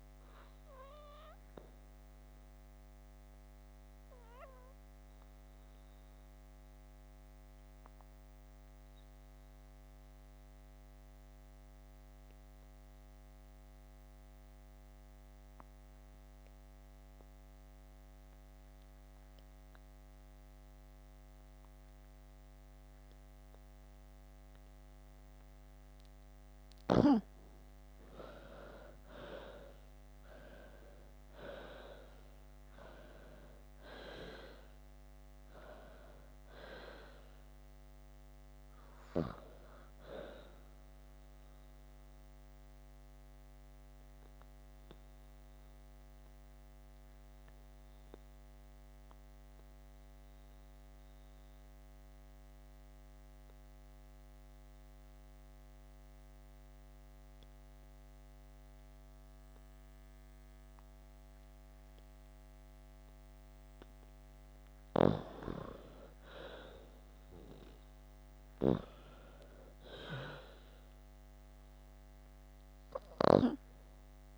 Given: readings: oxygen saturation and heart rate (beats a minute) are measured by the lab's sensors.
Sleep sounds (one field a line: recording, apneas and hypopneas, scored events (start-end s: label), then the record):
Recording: breathing in sleep by a microphone on the trachea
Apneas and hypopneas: 2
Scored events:
0.00-16.00 s: oxygen desaturation (device-marked, oxygen 87% lowest, heart rate 53 extreme)
1.00-26.50 s: obstructive apnea (oxygen 96% before, 87% lowest, heart rate 56 before, 53 extreme, up 14 after)
25.00-35.00 s: oxygen desaturation (device-marked, oxygen 96% before, 89% lowest, heart rate 55 before, 52 extreme)
28.50-32.50 s: arousal
42.50-64.50 s: obstructive apnea (oxygen 96% before, 88% lowest, heart rate 60 before, 52 extreme, up 5 after)
66.00-74.38 s: oxygen desaturation (device-marked, oxygen 96% before, 89% lowest, heart rate 55 before, 52 extreme)
67.00-71.00 s: arousal
From the record:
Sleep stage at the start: N2 (light sleep)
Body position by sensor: on the back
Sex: female